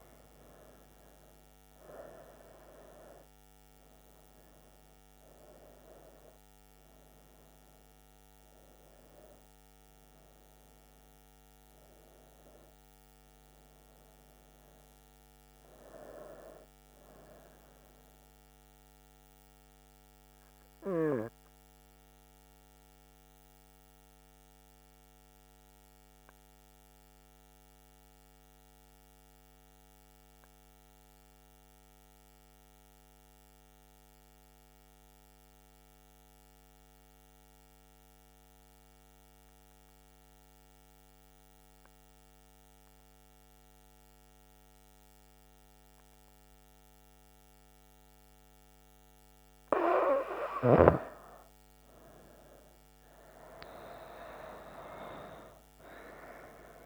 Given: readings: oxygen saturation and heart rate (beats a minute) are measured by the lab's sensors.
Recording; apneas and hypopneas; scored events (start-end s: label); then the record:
breathing in sleep by a microphone on the trachea; 1
0.00-2.00 s: arousal
0.00-20.00 s: oxygen desaturation (device-marked, oxygen 92% lowest, heart rate 64 extreme)
22.50-48.50 s: mixed apnea (oxygen 98% before, 92% lowest, heart rate 72 before, 66 extreme, up 5 after)
44.00-56.86 s: oxygen desaturation (device-marked, oxygen 98% before, 92% lowest, heart rate 67 before, 62 extreme)
53.00-56.86 s: arousal
From the record:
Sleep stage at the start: N2 (light sleep); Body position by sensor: on the right side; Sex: female